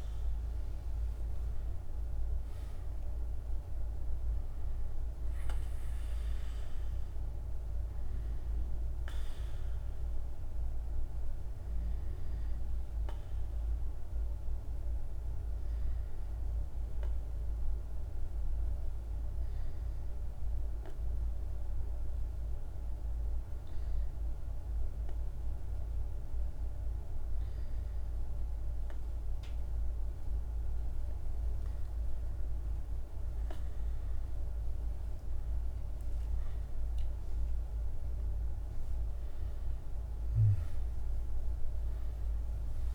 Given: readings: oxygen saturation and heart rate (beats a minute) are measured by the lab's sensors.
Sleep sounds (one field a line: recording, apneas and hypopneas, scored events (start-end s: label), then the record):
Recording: breathing in sleep, hard to hear, by a room microphone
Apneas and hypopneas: 1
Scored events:
0.00-18.50 s: oxygen desaturation (device-marked, oxygen 93% lowest, heart rate 46 extreme)
10.50-32.00 s: obstructive apnea (oxygen 99% before, 93% lowest, heart rate 50 before, 46 extreme, up 8 after)
33.50-37.00 s: arousal
34.50-42.94 s: new sleep stage, N1 (lightest sleep)
39.50-42.94 s: oxygen desaturation (device-marked, oxygen 97% before, 93% lowest, heart rate 49 before, 49 extreme)
From the record:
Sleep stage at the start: N2 (light sleep)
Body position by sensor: on the back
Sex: male